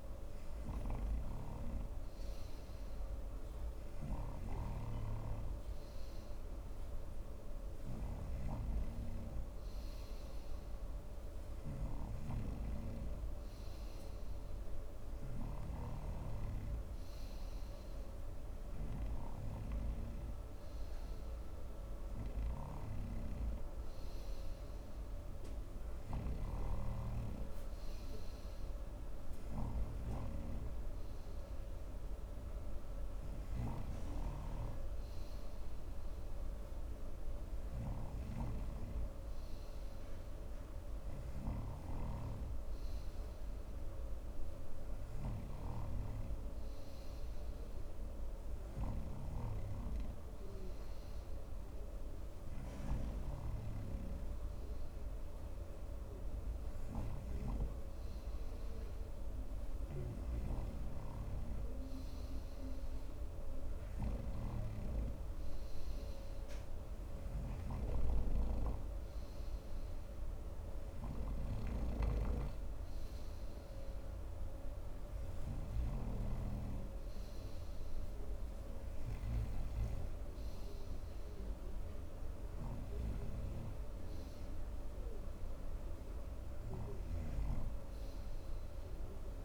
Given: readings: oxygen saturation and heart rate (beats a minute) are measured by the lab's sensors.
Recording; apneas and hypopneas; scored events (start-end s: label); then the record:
breathing in sleep by a room microphone; none
0.00-5.00 s: snoring (device-marked)
13.00-16.50 s: snoring (device-marked)
23.00-27.00 s: snoring (device-marked)
42.00-50.00 s: snoring (device-marked)
64.50-76.50 s: snoring (device-marked)
From the record:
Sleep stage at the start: N3 (deep sleep); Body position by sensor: on the front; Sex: male